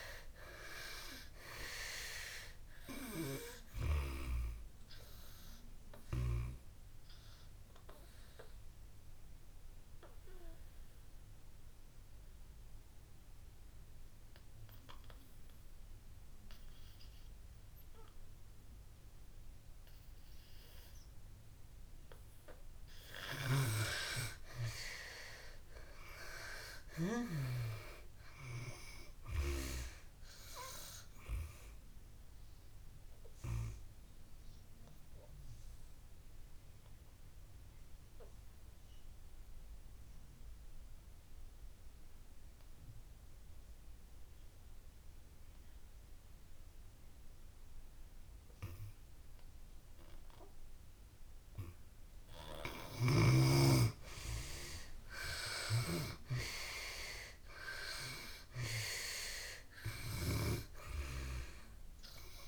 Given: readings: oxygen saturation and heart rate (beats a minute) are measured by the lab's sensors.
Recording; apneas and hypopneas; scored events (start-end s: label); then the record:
breathing in sleep by a room microphone; 2
0.00-1.00 s: arousal
0.00-22.00 s: oxygen desaturation (device-marked, oxygen 73% lowest)
6.50-22.00 s: obstructive apnea (oxygen 96% before, 73% lowest)
24.00-27.50 s: arousal
24.00-49.00 s: oxygen desaturation (device-marked, oxygen 96% before, 78% lowest)
32.00-51.50 s: obstructive apnea (oxygen 96% before, 73% lowest)
51.00-62.48 s: oxygen desaturation (device-marked, oxygen 95% before, 73% lowest)
54.00-57.00 s: arousal
From the record:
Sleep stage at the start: N2 (light sleep); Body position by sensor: on the back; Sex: female